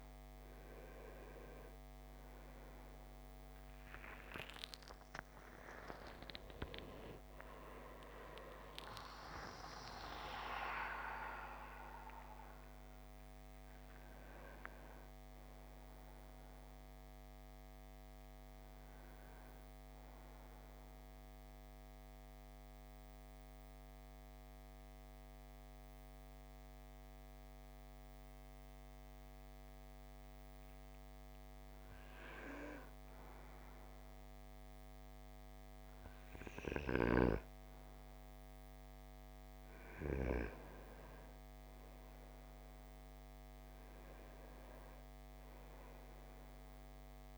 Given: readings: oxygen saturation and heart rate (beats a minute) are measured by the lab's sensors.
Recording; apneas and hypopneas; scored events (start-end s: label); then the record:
breathing in sleep by a microphone on the trachea; 1
0.00-15.00 s: oxygen desaturation (device-marked, oxygen 92% lowest, heart rate 25 extreme)
11.50-17.00 s: arousal
20.50-31.00 s: central apnea (oxygen 97% before, 92% lowest, heart rate 57 before, 58 extreme, up 0 after)
33.00-36.50 s: arousal
41.00-45.50 s: arousal
42.00-47.38 s: oxygen desaturation (device-marked, oxygen 98% before, 92% lowest, heart rate 59 before, 54 extreme)
From the record:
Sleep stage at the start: N2 (light sleep); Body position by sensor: on the right side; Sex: male